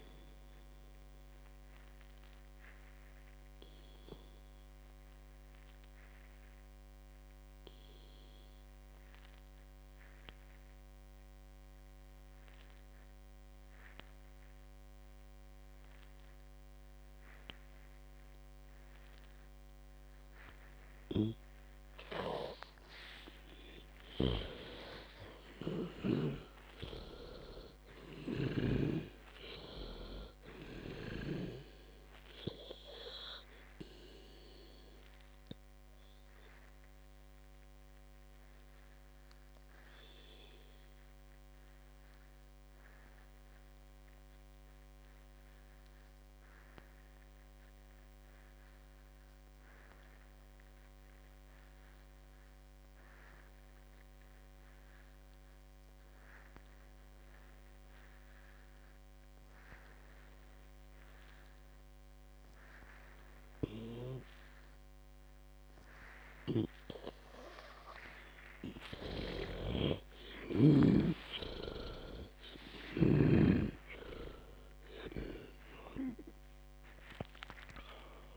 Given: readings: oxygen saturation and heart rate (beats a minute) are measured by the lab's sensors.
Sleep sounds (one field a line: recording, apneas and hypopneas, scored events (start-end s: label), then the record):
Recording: breathing in sleep by a microphone on the trachea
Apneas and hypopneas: 2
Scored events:
0.00-10.00 s: oxygen desaturation (device-marked, oxygen 91% lowest, heart rate 53 extreme)
3.50-23.00 s: obstructive apnea (oxygen 98% before, 91% lowest, heart rate 82 before, 53 extreme, up 47 after)
24.00-28.00 s: arousal
24.50-29.50 s: snoring (device-marked)
28.00-46.00 s: oxygen desaturation (device-marked, oxygen 98% before, 93% lowest, heart rate 62 before, 56 extreme)
35.00-65.50 s: obstructive apnea (oxygen 99% before, 89% lowest, heart rate 72 before, 56 extreme)
64.00-78.37 s: oxygen desaturation (device-marked, oxygen 98% before, 89% lowest, heart rate 63 before, 54 extreme)
69.00-73.00 s: arousal
69.50-74.00 s: snoring (device-marked)
From the record:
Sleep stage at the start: N2 (light sleep)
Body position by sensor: on the back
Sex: female